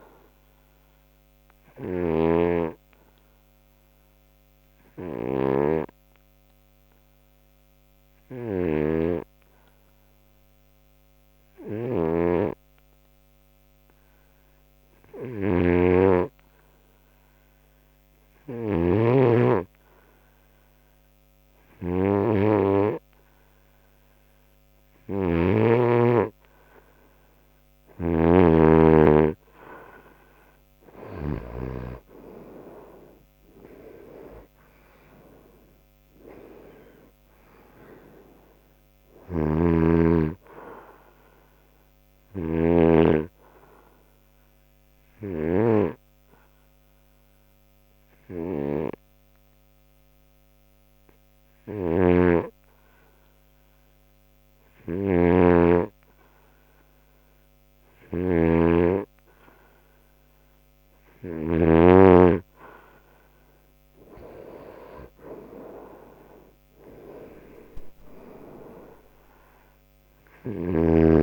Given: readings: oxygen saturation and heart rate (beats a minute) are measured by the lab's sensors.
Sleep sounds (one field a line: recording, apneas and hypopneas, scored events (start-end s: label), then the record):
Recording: breathing in sleep by a microphone on the trachea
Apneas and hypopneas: 2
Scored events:
1.50-15.50 s: obstructive apnea (oxygen 97% before, 88% lowest, heart rate 75 before, 66 extreme, up 1 after)
11.00-27.00 s: oxygen desaturation (device-marked, oxygen 97% before, 88% lowest, heart rate 76 before, 66 extreme)
15.50-19.50 s: snoring (device-marked)
20.00-24.00 s: arousal
39.00-67.00 s: oxygen desaturation (device-marked, oxygen 95% before, 90% lowest, heart rate 72 before, 67 extreme)
40.00-43.50 s: snoring (device-marked)
42.50-57.50 s: hypopnea (oxygen 96% before, 90% lowest, heart rate 74 before, 67 extreme, up 0 after)
52.00-62.00 s: snoring (device-marked)
60.00-65.00 s: arousal
From the record:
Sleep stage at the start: N2 (light sleep)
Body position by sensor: on the right side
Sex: male